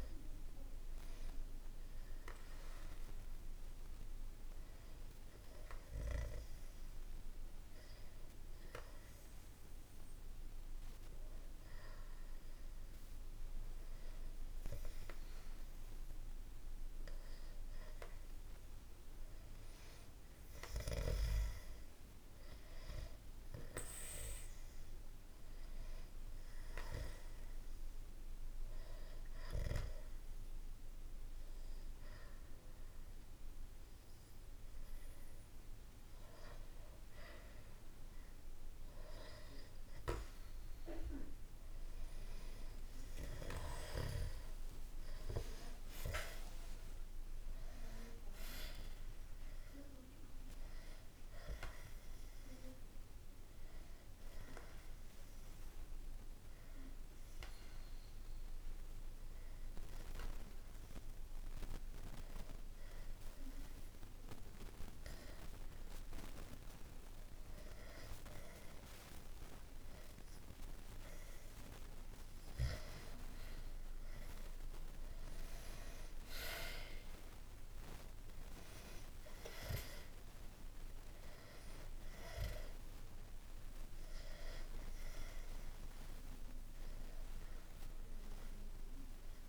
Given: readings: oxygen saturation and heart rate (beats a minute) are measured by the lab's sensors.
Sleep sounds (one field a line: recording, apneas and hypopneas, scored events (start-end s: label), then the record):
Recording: breathing in sleep by a room microphone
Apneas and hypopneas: 3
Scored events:
6.50-19.50 s: hypopnea (oxygen 97% before, 93% lowest, heart rate 61 before, 61 extreme, up 2 after)
21.00-25.00 s: arousal
29.00-41.00 s: hypopnea (oxygen 96% before, 93% lowest, heart rate 62 before, 61 extreme, up 3 after)
43.50-50.00 s: arousal
60.00-72.00 s: obstructive apnea (oxygen 96% before, 93% lowest, heart rate 63 before, 61 extreme)
74.50-79.00 s: arousal
From the record:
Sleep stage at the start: N2 (light sleep)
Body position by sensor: on the back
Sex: male